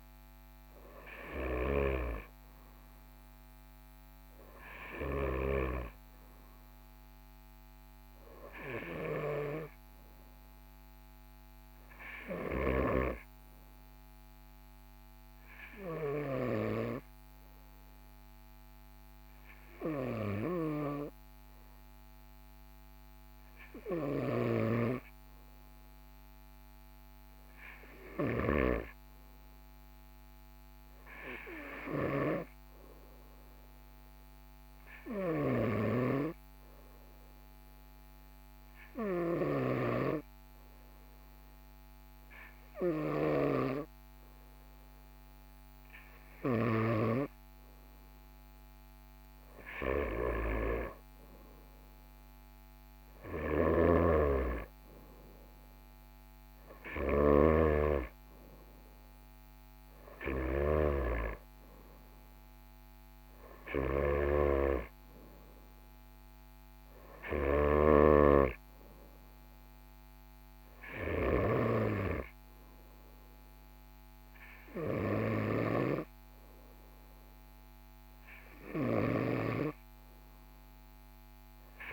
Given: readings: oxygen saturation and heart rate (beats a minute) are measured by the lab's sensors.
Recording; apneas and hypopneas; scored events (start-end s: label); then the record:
breathing in sleep by a microphone on the trachea; 1
36.00-48.00 s: hypopnea (oxygen 98% before, 96% lowest, heart rate 44 before, 43 extreme, up 2 after)
51.00-55.00 s: arousal
53.50-57.50 s: snoring (device-marked)
From the record:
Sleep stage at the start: N2 (light sleep); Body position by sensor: on the right side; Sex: male